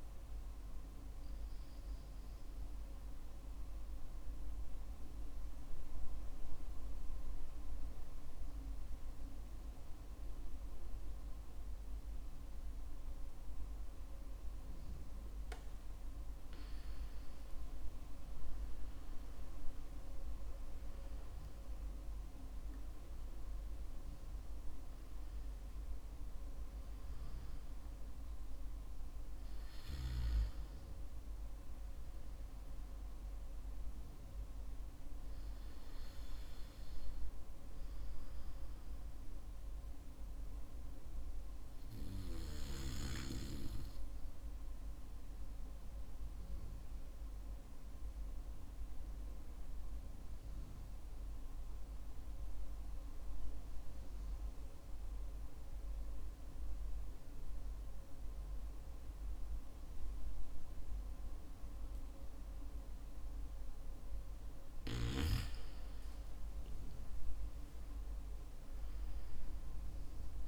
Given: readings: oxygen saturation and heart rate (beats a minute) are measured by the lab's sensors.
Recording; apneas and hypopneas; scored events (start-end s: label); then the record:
breathing in sleep, hard to hear, by a room microphone; 2
3.00-14.50 s: obstructive apnea (oxygen 95% before, 93% lowest, heart rate 58 before, 51 extreme, up 5 after)
18.00-22.00 s: arousal
45.00-64.50 s: mixed apnea (oxygen 94% before, 92% lowest, heart rate 57 before, 53 extreme, up 6 after)
67.50-70.48 s: arousal
From the record:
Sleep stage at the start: N2 (light sleep); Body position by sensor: on the back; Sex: male